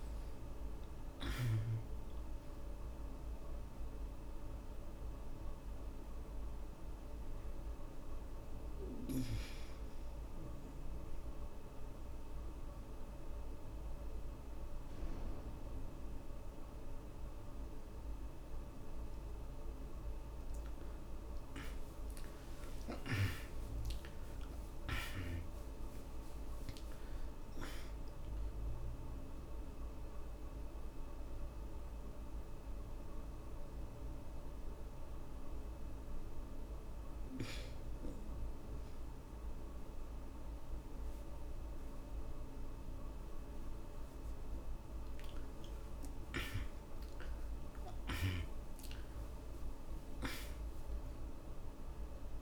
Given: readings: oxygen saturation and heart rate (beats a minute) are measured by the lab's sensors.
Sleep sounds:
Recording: breathing in sleep by a room microphone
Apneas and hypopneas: 2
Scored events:
1.50-17.50 s: oxygen desaturation (device-marked, oxygen 94% before, 72% lowest, heart rate 59 before, 48 extreme)
4.50-17.00 s: obstructive apnea (oxygen 94% before, 72% lowest, heart rate 58 before, 48 extreme, up 16 after)
21.00-26.00 s: arousal
29.50-43.50 s: obstructive apnea (oxygen 94% before, 73% lowest, heart rate 64 before, 48 extreme, up 16 after)
32.50-44.50 s: oxygen desaturation (device-marked, oxygen 94% before, 73% lowest, heart rate 65 before, 53 extreme)
46.00-49.50 s: arousal
From the record:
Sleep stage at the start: N2 (light sleep)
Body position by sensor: on the back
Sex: male

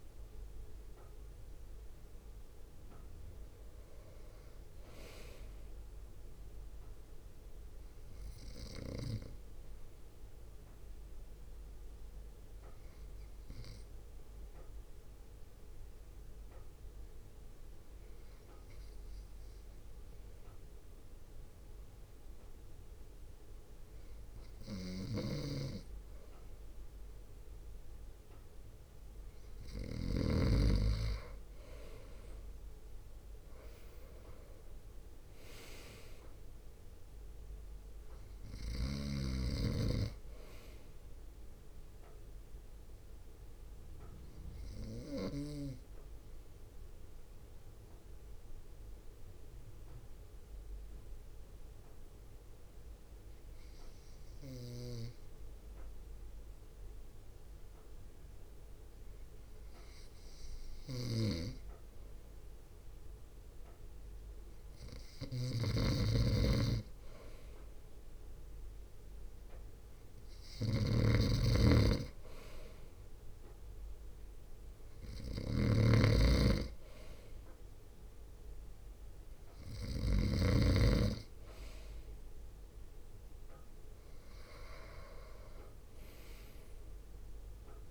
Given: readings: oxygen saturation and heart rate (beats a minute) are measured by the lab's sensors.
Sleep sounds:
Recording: breathing in sleep by a room microphone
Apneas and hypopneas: 2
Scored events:
4.50-8.00 s: arousal
10.00-26.00 s: obstructive apnea (oxygen 96% before, 94% lowest, heart rate 57 before, 54 extreme, up 6 after)
25.00-30.50 s: snoring (device-marked)
28.00-31.00 s: arousal
32.00-45.00 s: drop in pulse transit time (device-marked, heart rate 58 before, 54 extreme)
43.50-65.00 s: obstructive apnea (oxygen 97% before, 94% lowest, heart rate 59 before, 55 extreme, up 1 after)
61.00-80.50 s: snoring (device-marked)
68.50-72.00 s: arousal
75.00-87.91 s: drop in pulse transit time (device-marked, heart rate 59 before, 55 extreme)
From the record:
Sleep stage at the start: N2 (light sleep)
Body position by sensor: on the front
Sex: male

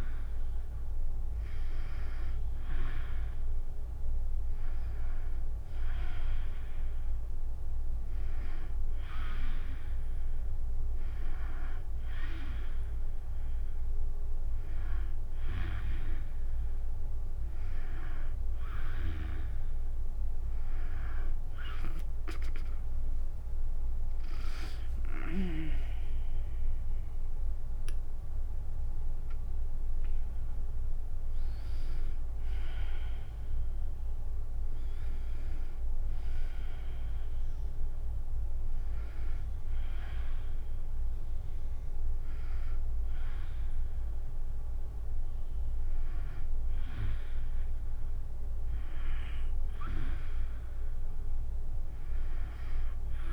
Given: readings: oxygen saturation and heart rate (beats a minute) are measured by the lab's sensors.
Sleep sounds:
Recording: breathing in sleep by a room microphone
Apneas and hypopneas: none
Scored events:
1.50-12.50 s: drop in pulse transit time (device-marked, heart rate 79 before, 75 extreme)
20.50-31.50 s: tachycardia (device-marked, heart rate 86 before, 166 extreme)
24.50-37.50 s: drop in pulse transit time (device-marked, heart rate 79 before, 98 extreme)
41.50-53.33 s: tachycardia (device-marked, heart rate 88 before, 147 extreme)
From the record:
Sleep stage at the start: N2 (light sleep)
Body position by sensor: on the back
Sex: female

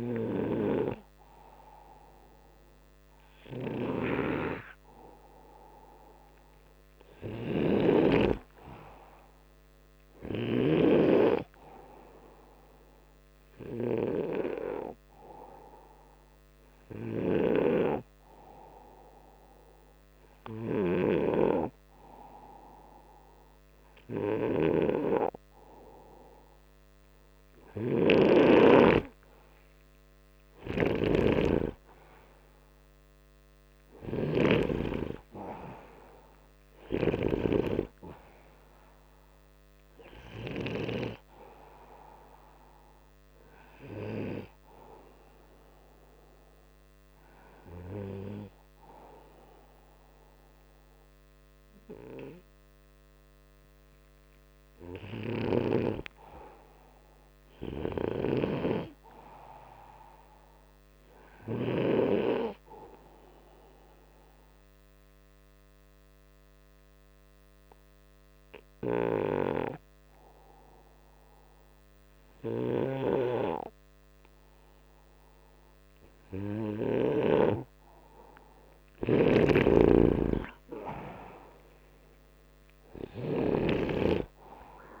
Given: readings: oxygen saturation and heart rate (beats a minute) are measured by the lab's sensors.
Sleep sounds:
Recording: breathing in sleep by a microphone on the trachea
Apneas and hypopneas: 1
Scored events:
3.50-10.50 s: snoring (device-marked)
14.00-20.00 s: oxygen desaturation (device-marked, oxygen 96% before, 94% lowest, heart rate 126 before, 46 extreme)
20.50-34.50 s: snoring (device-marked)
55.00-61.50 s: snoring (device-marked)
57.00-61.00 s: arousal
63.50-76.00 s: hypopnea (oxygen 97% before, 91% lowest, heart rate 119 before, 29 extreme, up 51 after)
78.00-85.00 s: oxygen desaturation (device-marked, oxygen 97% before, 91% lowest, heart rate 56 before, 30 extreme)
78.50-85.00 s: snoring (device-marked)
80.00-83.50 s: arousal
From the record:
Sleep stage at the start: N2 (light sleep)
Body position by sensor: upright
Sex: male

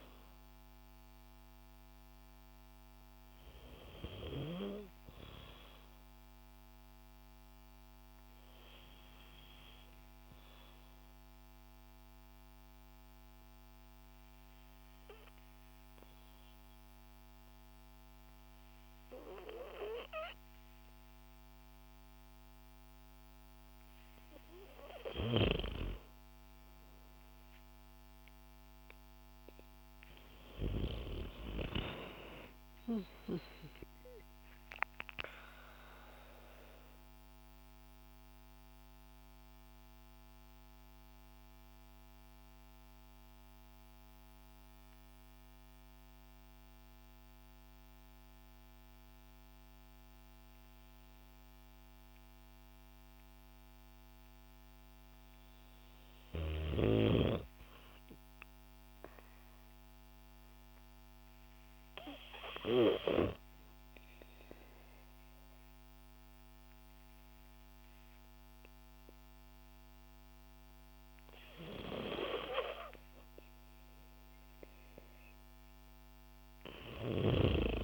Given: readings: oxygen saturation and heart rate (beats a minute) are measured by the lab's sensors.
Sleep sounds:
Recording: breathing in sleep by a microphone on the trachea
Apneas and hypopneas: 2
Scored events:
10.50-23.00 s: obstructive apnea (oxygen 95% before, 92% lowest, heart rate 58 before, 37 extreme, up 2 after)
25.50-30.50 s: arousal
30.00-55.00 s: oxygen desaturation (device-marked, oxygen 96% before, 92% lowest, heart rate 57 before, 38 extreme)
41.00-55.50 s: hypopnea (oxygen 96% before, 92% lowest, heart rate 51 before, 54 extreme, up 7 after)
58.00-61.00 s: arousal
64.00-75.00 s: oxygen desaturation (device-marked, oxygen 98% before, 93% lowest, heart rate 57 before, 53 extreme)
From the record:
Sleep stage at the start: N2 (light sleep)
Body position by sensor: on the back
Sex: female

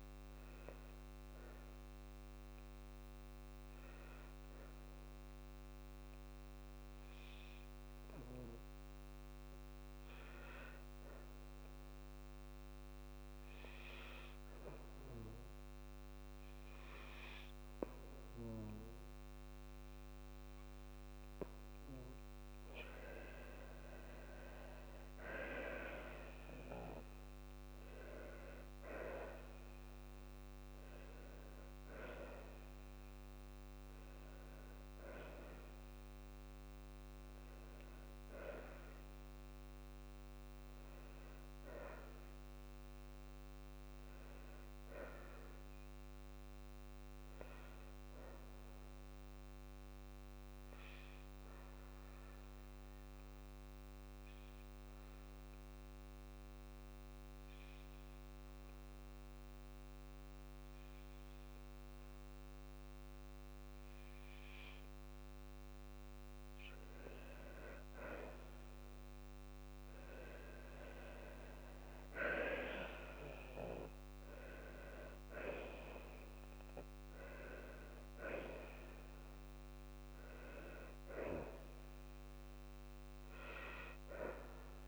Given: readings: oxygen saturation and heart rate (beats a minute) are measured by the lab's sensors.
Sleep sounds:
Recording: breathing in sleep by a microphone on the trachea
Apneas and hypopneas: 2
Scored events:
7.50-22.50 s: obstructive apnea (oxygen 96% before, 94% lowest, heart rate 55 before, 53 extreme, up 6 after)
17.00-19.00 s: long interval between heartbeats (device-marked, heart rate 54 before, 62 extreme)
25.00-27.00 s: long interval between heartbeats (device-marked, heart rate 56 before, 56 extreme)
25.50-29.00 s: arousal
51.50-66.00 s: obstructive apnea (oxygen 98% before, 95% lowest, heart rate 55 before, 52 extreme, up 6 after)
67.50-69.50 s: long interval between heartbeats (device-marked, heart rate 53 before, 55 extreme)
69.00-73.00 s: arousal
75.00-77.00 s: long interval between heartbeats (device-marked, heart rate 54 before, 68 extreme)
78.00-80.00 s: long interval between heartbeats (device-marked, heart rate 57 before, 77 extreme)
81.00-83.00 s: long interval between heartbeats (device-marked, heart rate 60 before, 76 extreme)
From the record:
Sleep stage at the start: N2 (light sleep)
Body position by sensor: on the back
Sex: female

